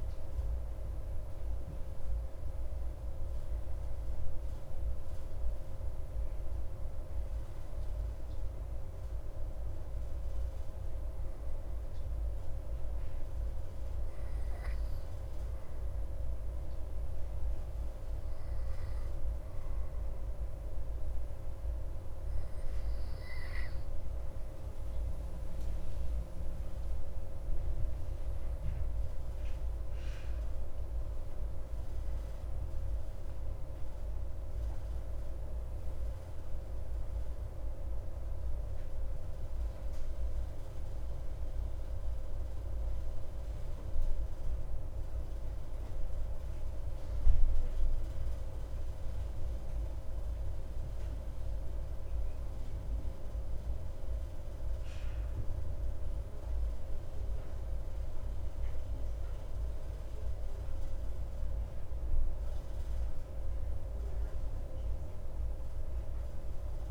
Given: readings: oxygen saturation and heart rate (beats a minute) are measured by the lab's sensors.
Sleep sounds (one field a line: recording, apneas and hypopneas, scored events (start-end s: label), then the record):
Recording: breathing in sleep, hard to hear, by a room microphone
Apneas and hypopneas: 1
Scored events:
10.50-66.91 s: new sleep stage, N2 (light sleep)
12.50-26.50 s: obstructive apnea (oxygen 97% before, 95% lowest)
30.00-36.00 s: arousal
From the record:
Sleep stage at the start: N1 (lightest sleep)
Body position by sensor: on the back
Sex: male